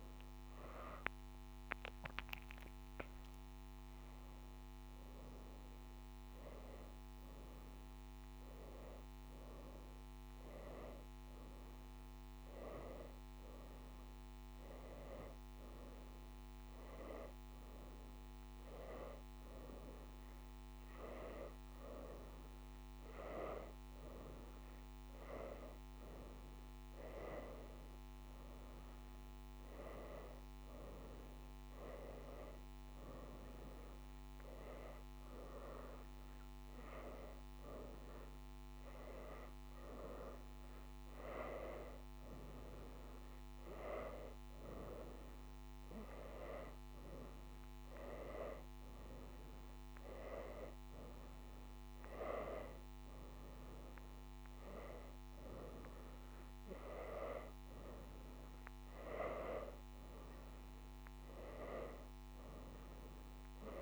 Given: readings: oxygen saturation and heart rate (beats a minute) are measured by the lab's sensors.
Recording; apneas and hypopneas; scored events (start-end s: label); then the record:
breathing in sleep by a microphone on the trachea; none
none scored
From the record:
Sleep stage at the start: N2 (light sleep); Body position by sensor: on the right side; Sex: female